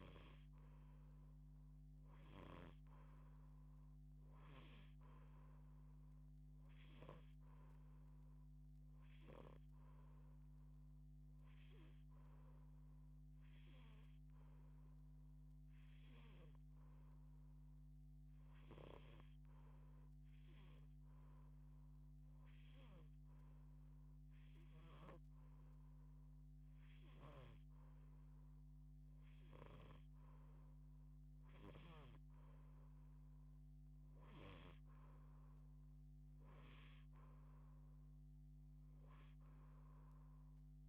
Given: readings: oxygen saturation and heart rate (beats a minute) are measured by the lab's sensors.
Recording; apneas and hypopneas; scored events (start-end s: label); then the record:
breathing in sleep by a microphone on the trachea; 1
11.00-28.00 s: hypopnea (oxygen 88% before, 86% lowest)
30.00-33.50 s: arousal
From the record:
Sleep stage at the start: N2 (light sleep); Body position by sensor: on the back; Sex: female